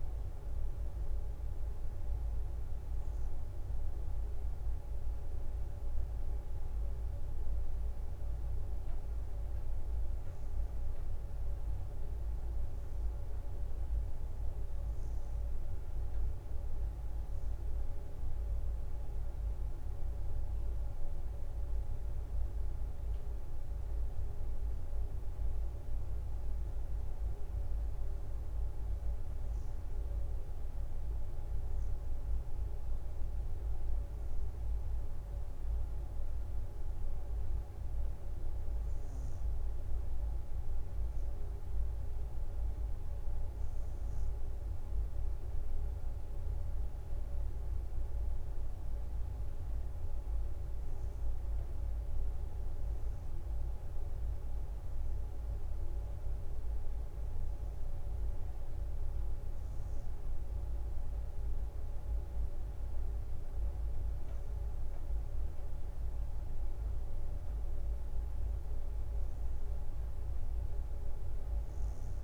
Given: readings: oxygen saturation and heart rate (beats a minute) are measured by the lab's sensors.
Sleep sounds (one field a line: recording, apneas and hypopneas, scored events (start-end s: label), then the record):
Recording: breathing in sleep, hard to hear, by a room microphone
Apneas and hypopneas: none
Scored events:
0.00-1.00 s: leg movement (device-marked)
4.00-12.50 s: leg movement (device-marked)
14.50-24.00 s: leg movement (device-marked)
28.50-36.50 s: leg movement (device-marked)
From the record:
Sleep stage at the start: N2 (light sleep)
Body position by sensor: on the right side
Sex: female